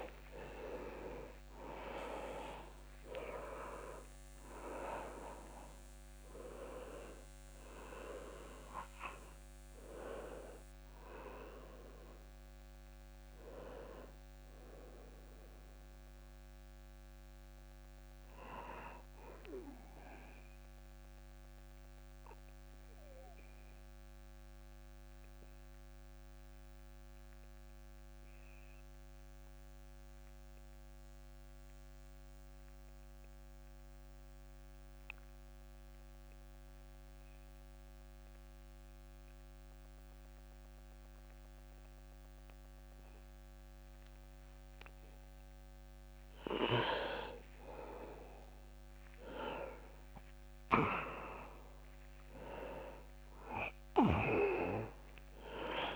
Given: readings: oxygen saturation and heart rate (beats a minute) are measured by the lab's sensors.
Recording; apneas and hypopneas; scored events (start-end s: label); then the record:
breathing in sleep by a microphone on the trachea; 1
0.00-27.50 s: oxygen desaturation (device-marked, oxygen 86% lowest)
20.50-45.50 s: obstructive apnea (oxygen 98% before, 86% lowest)
48.00-52.50 s: arousal
51.50-55.96 s: oxygen desaturation (device-marked, oxygen 98% before, 92% lowest)
From the record:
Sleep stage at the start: N2 (light sleep); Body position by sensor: on the back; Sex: male